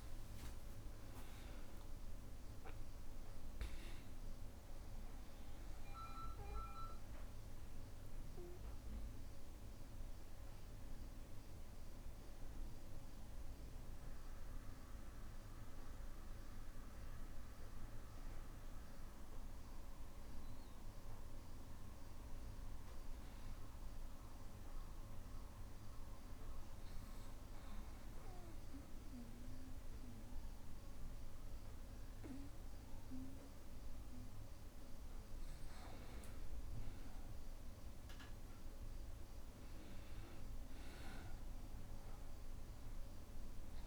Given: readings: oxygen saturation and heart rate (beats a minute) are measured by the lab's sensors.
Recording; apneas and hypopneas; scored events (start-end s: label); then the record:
breathing in sleep, hard to hear, by a room microphone; 1
0.00-1.50 s: arousal
0.00-13.00 s: oxygen desaturation (device-marked, oxygen 94% lowest, heart rate 60 extreme)
8.00-43.87 s: new sleep stage, N2 (light sleep)
16.00-20.00 s: arousal
23.50-35.50 s: obstructive apnea (oxygen 99% before, 95% lowest, heart rate 62 before, 61 extreme, up 2 after)
From the record:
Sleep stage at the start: N1 (lightest sleep); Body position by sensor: on the back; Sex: male